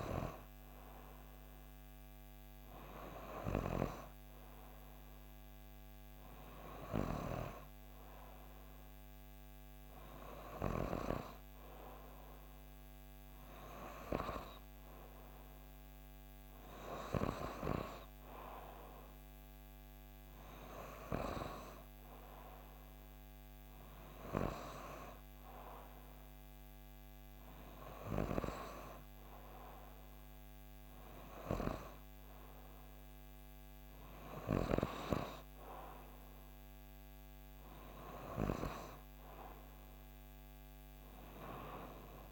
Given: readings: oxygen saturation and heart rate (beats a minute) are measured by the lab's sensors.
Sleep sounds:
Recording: breathing in sleep by a microphone on the trachea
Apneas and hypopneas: none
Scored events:
35.50-42.32 s: new sleep stage, N3 (deep sleep)
From the record:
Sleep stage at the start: N2 (light sleep)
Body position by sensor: on the back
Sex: female

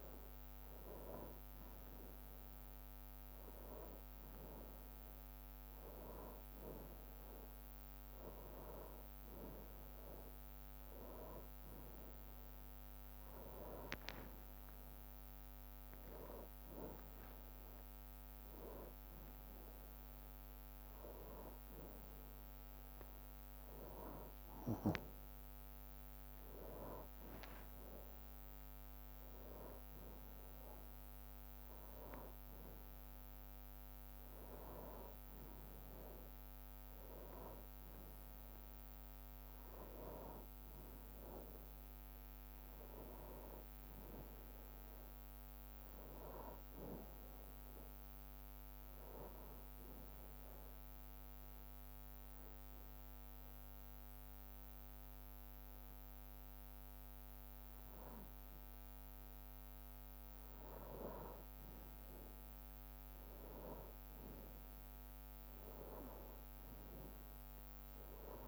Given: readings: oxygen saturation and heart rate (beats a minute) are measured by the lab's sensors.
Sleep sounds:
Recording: breathing in sleep by a microphone on the trachea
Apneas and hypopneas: 1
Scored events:
0.00-6.00 s: bradycardia (device-marked, heart rate 63 before, 58 extreme)
2.00-32.00 s: new sleep stage, N1 (lightest sleep)
14.50-20.00 s: arousal
30.00-35.00 s: bradycardia (device-marked, heart rate 63 before, 58 extreme)
32.00-68.47 s: new sleep stage, N2 (light sleep)
50.50-61.00 s: obstructive apnea (oxygen 96% before, 92% lowest, heart rate 64 before, 61 extreme, up 0 after)
62.50-67.00 s: arousal
From the record:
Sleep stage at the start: N2 (light sleep)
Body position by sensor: on the back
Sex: male

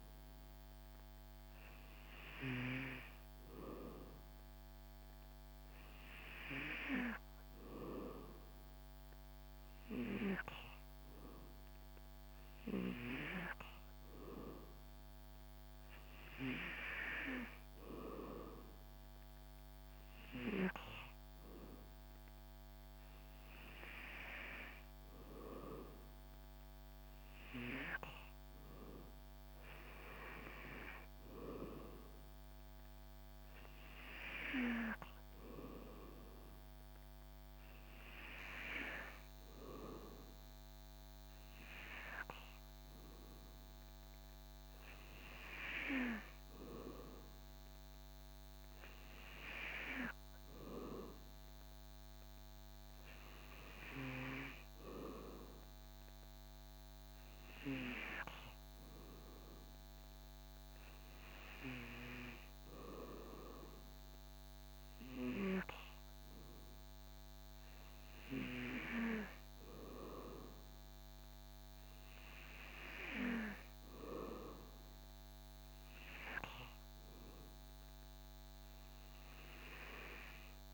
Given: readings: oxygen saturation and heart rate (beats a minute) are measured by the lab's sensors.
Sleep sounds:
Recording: breathing in sleep by a microphone on the trachea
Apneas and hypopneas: none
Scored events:
none scored
From the record:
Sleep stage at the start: N2 (light sleep)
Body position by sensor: on the back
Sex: male

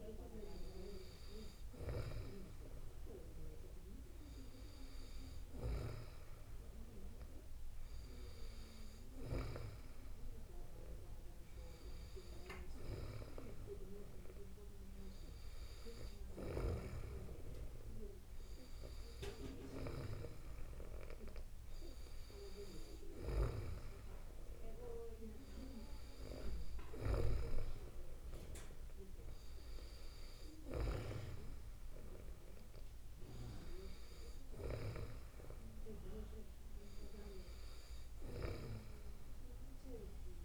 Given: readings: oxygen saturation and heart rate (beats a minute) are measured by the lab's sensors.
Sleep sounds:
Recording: breathing in sleep by a room microphone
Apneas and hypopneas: none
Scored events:
none scored
From the record:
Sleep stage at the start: N2 (light sleep)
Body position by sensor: on the back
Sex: female

